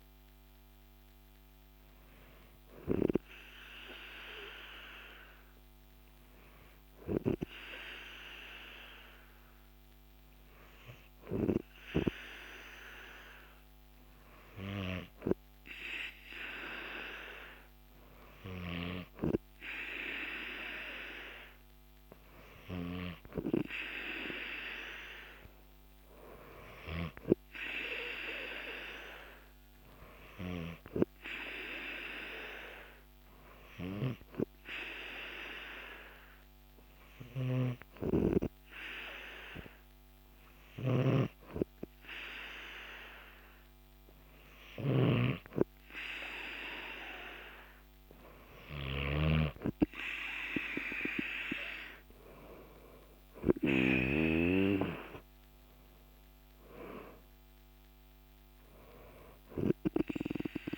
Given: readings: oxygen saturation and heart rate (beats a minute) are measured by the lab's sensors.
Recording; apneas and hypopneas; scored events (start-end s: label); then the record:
breathing in sleep by a microphone on the trachea; 2
0.50-14.00 s: hypopnea (oxygen 97% before, 94% lowest, heart rate 55 before, 50 extreme, up 6 after)
15.50-18.50 s: arousal
22.00-39.00 s: oxygen desaturation (device-marked, oxygen 98% before, 94% lowest, heart rate 52 before, 52 extreme)
33.50-47.00 s: hypopnea (oxygen 98% before, 94% lowest, heart rate 55 before, 49 extreme, up 4 after)
41.00-45.50 s: snoring (device-marked)
53.00-56.50 s: arousal
From the record:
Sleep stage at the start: N2 (light sleep); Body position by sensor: on the back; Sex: male